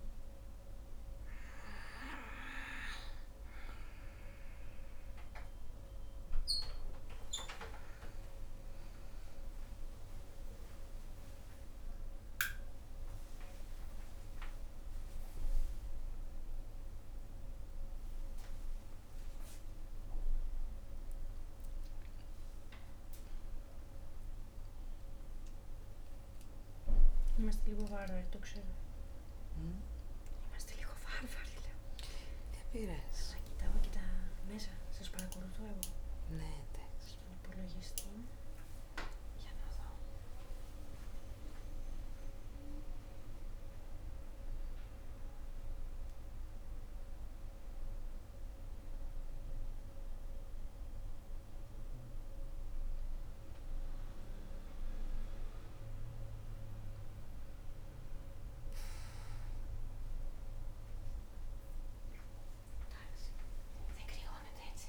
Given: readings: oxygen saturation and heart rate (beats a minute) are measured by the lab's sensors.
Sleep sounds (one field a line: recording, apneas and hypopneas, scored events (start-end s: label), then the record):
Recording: a person awake in a sleep study, by a room microphone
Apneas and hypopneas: none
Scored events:
none scored
From the record:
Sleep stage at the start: awake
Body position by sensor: on the right side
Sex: female